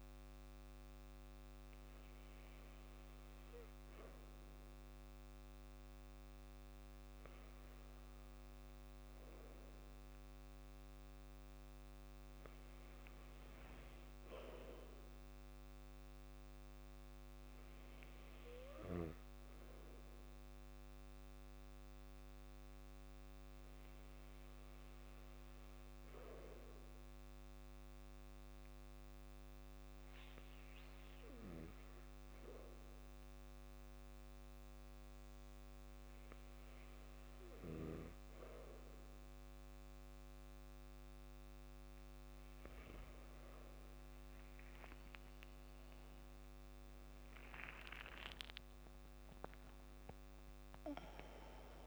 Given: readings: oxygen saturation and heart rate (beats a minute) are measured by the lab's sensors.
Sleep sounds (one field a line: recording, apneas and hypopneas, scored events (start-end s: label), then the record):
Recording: breathing in sleep by a microphone on the trachea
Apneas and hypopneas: 1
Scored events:
21.50-42.50 s: obstructive apnea (oxygen 96% before, 93% lowest, heart rate 59 before, 56 extreme, up 16 after)
45.50-50.50 s: arousal
From the record:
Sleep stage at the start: N2 (light sleep)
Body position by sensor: on the back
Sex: male